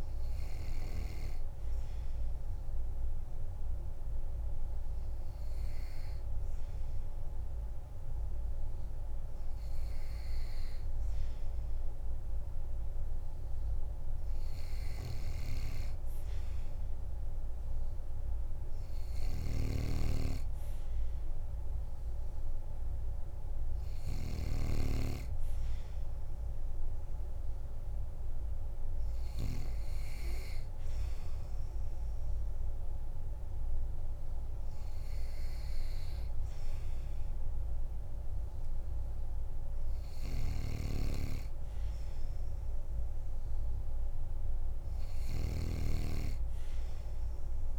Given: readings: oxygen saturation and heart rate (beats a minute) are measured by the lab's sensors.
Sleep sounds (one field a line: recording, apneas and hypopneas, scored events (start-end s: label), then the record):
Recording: breathing in sleep by a room microphone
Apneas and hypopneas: 1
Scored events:
1.50-14.50 s: hypopnea (oxygen 98% before, 94% lowest, heart rate 50 before, 47 extreme, up 3 after)
17.00-20.50 s: arousal
From the record:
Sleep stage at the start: N2 (light sleep)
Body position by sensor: on the back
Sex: male